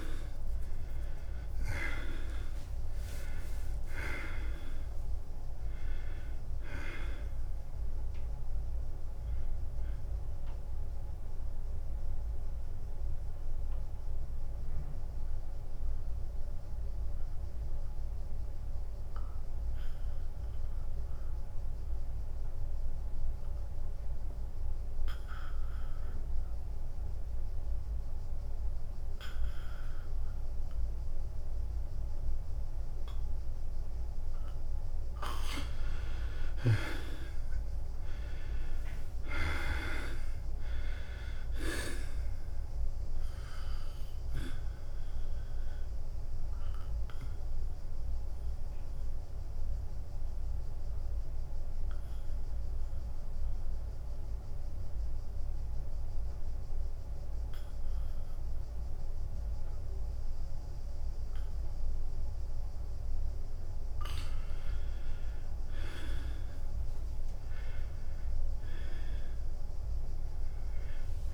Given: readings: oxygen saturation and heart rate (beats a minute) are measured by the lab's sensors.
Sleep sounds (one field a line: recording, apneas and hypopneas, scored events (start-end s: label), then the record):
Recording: breathing in sleep by a room microphone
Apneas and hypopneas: 2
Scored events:
0.00-3.00 s: arousal
0.00-13.50 s: drop in pulse transit time (device-marked, heart rate 92 extreme)
0.00-25.50 s: oxygen desaturation (device-marked, oxygen 79% lowest, heart rate 90 extreme)
3.50-7.50 s: tachycardia (device-marked, heart rate 94 before, 101 extreme)
10.00-35.50 s: mixed apnea (oxygen 98% before, 79% lowest, heart rate 95 before, 90 extreme, up 5 after)
31.50-62.50 s: oxygen desaturation (device-marked, oxygen 99% before, 79% lowest, heart rate 94 before, 88 extreme)
36.00-39.00 s: arousal
38.50-50.50 s: drop in pulse transit time (device-marked, heart rate 92 before, 92 extreme)
45.50-63.00 s: obstructive apnea (oxygen 99% before, 79% lowest, heart rate 92 before, 88 extreme, up 0 after)
66.00-71.34 s: arousal
67.50-71.34 s: drop in pulse transit time (device-marked, heart rate 92 before, 89 extreme)
From the record:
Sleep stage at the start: N2 (light sleep)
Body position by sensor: on the back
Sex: male